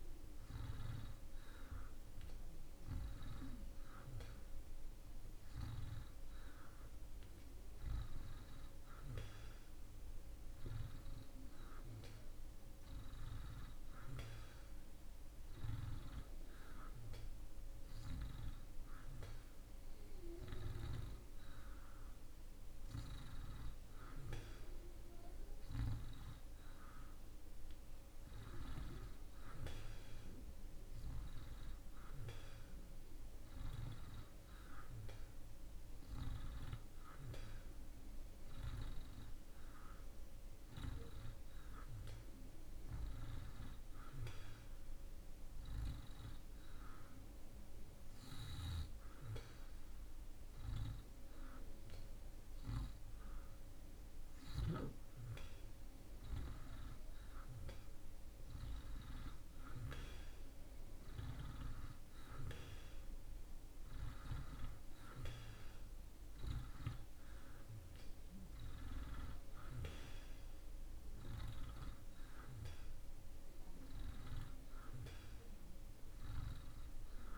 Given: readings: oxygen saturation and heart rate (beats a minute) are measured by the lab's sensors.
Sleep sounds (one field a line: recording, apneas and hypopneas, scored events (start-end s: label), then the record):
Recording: breathing in sleep by a room microphone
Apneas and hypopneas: none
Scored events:
none scored
From the record:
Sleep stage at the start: N2 (light sleep)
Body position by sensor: on the back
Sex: male